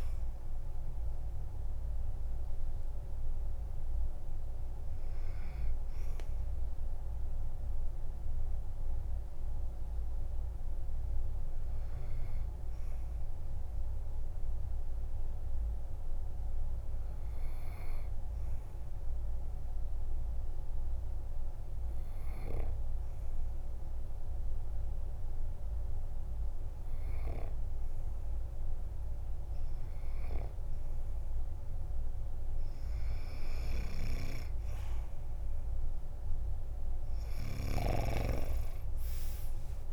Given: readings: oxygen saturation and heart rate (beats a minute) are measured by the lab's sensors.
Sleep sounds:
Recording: breathing in sleep by a room microphone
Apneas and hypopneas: 1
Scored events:
0.00-20.50 s: oxygen desaturation (device-marked, oxygen 92% lowest, heart rate 47 extreme)
8.50-33.00 s: obstructive apnea (oxygen 99% before, 92% lowest, heart rate 55 before, 48 extreme, up 6 after)
35.50-38.50 s: arousal
36.50-39.93 s: oxygen desaturation (device-marked, oxygen 98% before, 92% lowest, heart rate 52 before, 46 extreme)
From the record:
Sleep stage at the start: N2 (light sleep)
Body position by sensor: on the back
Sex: male

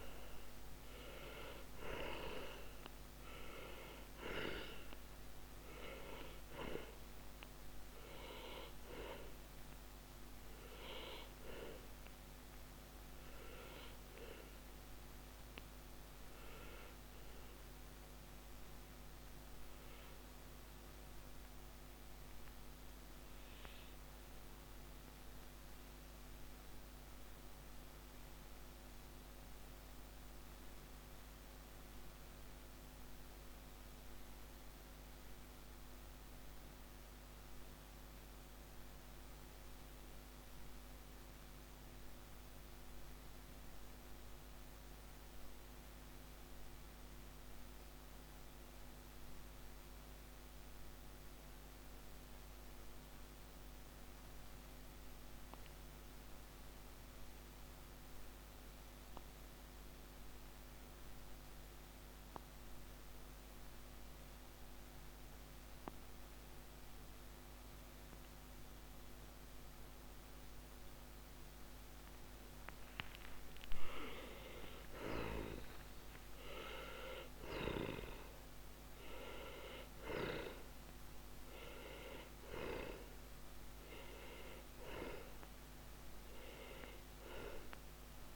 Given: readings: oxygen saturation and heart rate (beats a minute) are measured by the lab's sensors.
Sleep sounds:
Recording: breathing in sleep by a microphone on the trachea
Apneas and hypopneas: 1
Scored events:
0.00-1.00 s: arousal
0.00-34.50 s: oxygen desaturation (device-marked, oxygen 88% lowest, heart rate 29 extreme)
15.50-73.00 s: mixed apnea (oxygen 98% before, 85% lowest, heart rate 121 before, 29 extreme)
71.50-88.35 s: oxygen desaturation (device-marked, oxygen 98% before, 85% lowest, heart rate 137 before, 56 extreme)
74.00-79.00 s: arousal
From the record:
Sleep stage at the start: N2 (light sleep)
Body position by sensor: on the back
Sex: male

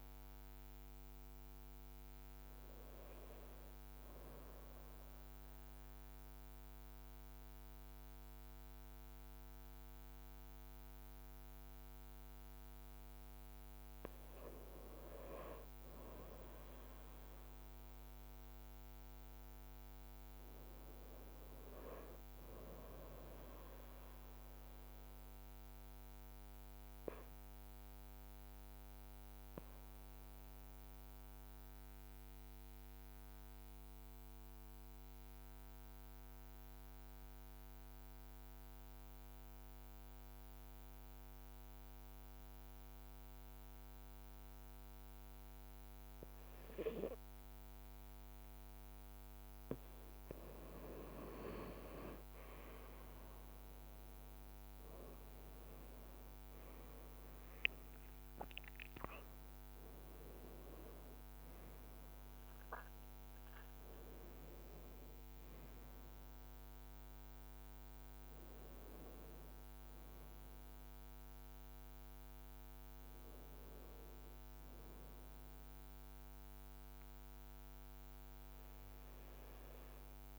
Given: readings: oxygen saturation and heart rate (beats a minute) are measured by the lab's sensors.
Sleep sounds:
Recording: breathing in sleep by a microphone on the trachea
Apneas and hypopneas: 1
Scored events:
18.00-22.00 s: arousal
25.00-48.00 s: obstructive apnea (oxygen 98% before, 93% lowest, heart rate 53 before, 52 extreme, up 4 after)
51.00-56.50 s: arousal
51.50-53.00 s: leg movement (device-marked)
73.00-77.50 s: arousal
From the record:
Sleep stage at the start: N2 (light sleep)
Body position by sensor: on the right side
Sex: male

